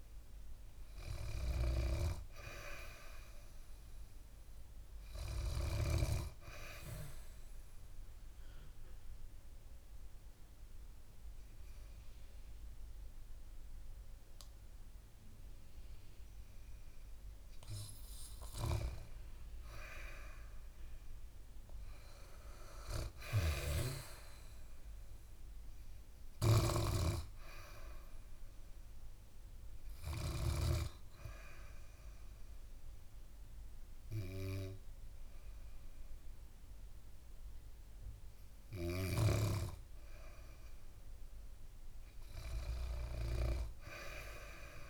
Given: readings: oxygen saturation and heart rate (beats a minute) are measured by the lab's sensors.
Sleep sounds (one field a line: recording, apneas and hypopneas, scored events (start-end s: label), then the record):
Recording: breathing in sleep by a room microphone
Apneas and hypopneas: 2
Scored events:
0.00-5.50 s: snoring (device-marked)
7.00-19.00 s: obstructive apnea (oxygen 99% before, 95% lowest, heart rate 69 before, 64 extreme, up 6 after)
20.50-23.50 s: arousal
23.00-30.50 s: snoring (device-marked)
27.00-44.90 s: oxygen desaturation (device-marked, oxygen 98% before, 95% lowest, heart rate 69 before, 64 extreme)
28.00-40.00 s: hypopnea (oxygen 99% before, 95% lowest, heart rate 69 before, 64 extreme, up 7 after)
43.00-44.90 s: arousal
From the record:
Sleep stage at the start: N2 (light sleep)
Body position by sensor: on the back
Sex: female